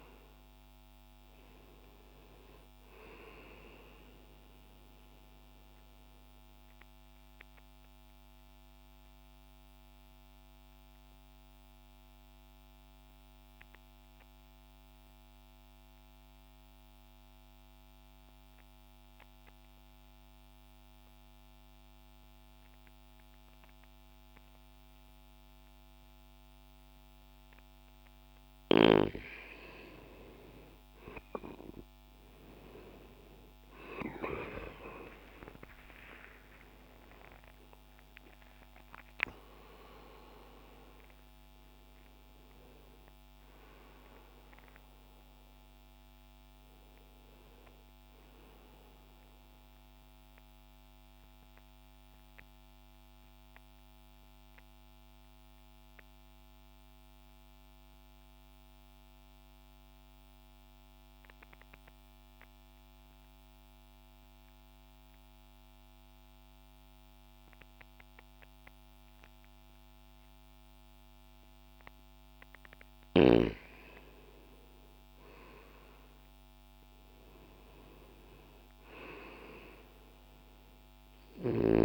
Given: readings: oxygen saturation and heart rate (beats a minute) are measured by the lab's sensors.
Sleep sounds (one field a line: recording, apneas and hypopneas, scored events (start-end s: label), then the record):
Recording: breathing in sleep by a microphone on the trachea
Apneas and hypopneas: 2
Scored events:
0.00-22.50 s: oxygen desaturation (device-marked, oxygen 87% lowest, heart rate 60 extreme)
5.50-81.85 s: new sleep stage, N2 (light sleep)
6.00-28.00 s: mixed apnea (oxygen 96% before, 87% lowest, heart rate 60 before, 60 extreme, up 8 after)
34.50-39.00 s: arousal
34.50-45.50 s: oxygen desaturation (device-marked, oxygen 96% before, 91% lowest, heart rate 60 before, 60 extreme)
47.50-63.50 s: oxygen desaturation (device-marked, oxygen 95% before, 89% lowest, heart rate 68 before, 60 extreme)
50.00-73.00 s: mixed apnea (oxygen 96% before, 86% lowest, heart rate 68 before, 60 extreme, up 0 after)
74.50-78.00 s: arousal
76.50-81.85 s: oxygen desaturation (device-marked, oxygen 97% before, 86% lowest, heart rate 60 before, 60 extreme)
From the record:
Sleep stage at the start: N1 (lightest sleep)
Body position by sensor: on the left side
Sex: male